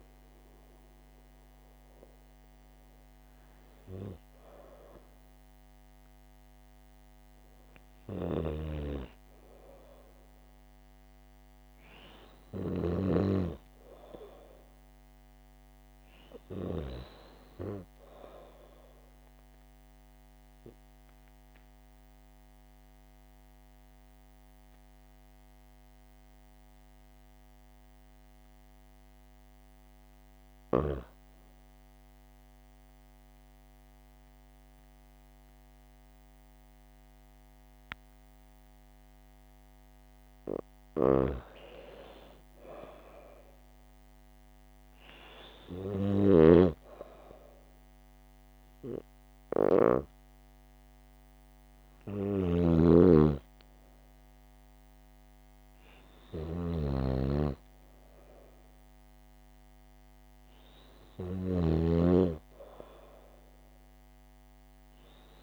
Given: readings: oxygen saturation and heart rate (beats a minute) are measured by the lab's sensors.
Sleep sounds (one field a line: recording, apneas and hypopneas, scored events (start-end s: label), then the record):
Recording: breathing in sleep by a microphone on the trachea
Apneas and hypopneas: 1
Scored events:
1.50-5.50 s: arousal
8.50-13.50 s: snoring (device-marked)
21.50-41.50 s: obstructive apnea (oxygen 100% before, 93% lowest, heart rate 79 before, 75 extreme, up 3 after)
36.00-64.00 s: oxygen desaturation (device-marked, oxygen 98% before, 93% lowest, heart rate 77 before, 75 extreme)
41.00-65.42 s: snoring (device-marked)
43.00-46.50 s: arousal
From the record:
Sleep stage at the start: N2 (light sleep)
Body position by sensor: on the right side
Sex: female